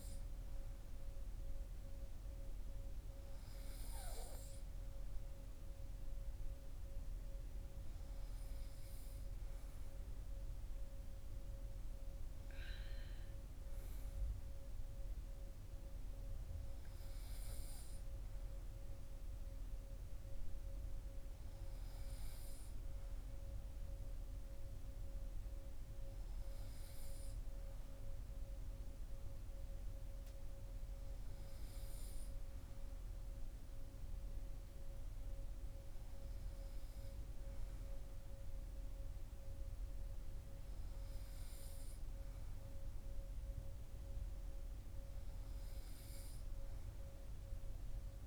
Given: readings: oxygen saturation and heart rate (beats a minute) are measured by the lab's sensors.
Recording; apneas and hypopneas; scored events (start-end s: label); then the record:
breathing in sleep, hard to hear, by a room microphone; none
none scored
From the record:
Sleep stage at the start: N2 (light sleep); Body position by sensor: on the right side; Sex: male